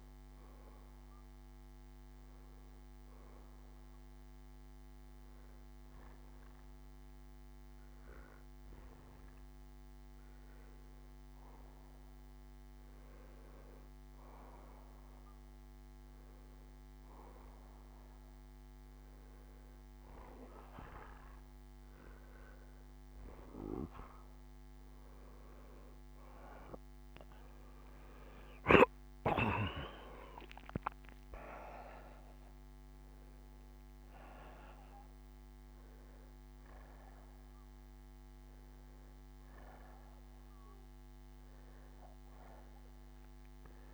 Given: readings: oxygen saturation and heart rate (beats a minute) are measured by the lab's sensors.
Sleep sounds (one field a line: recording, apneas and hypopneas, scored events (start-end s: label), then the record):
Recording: breathing in sleep by a microphone on the trachea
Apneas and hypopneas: none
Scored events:
none scored
From the record:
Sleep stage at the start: N2 (light sleep)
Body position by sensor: on the back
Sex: male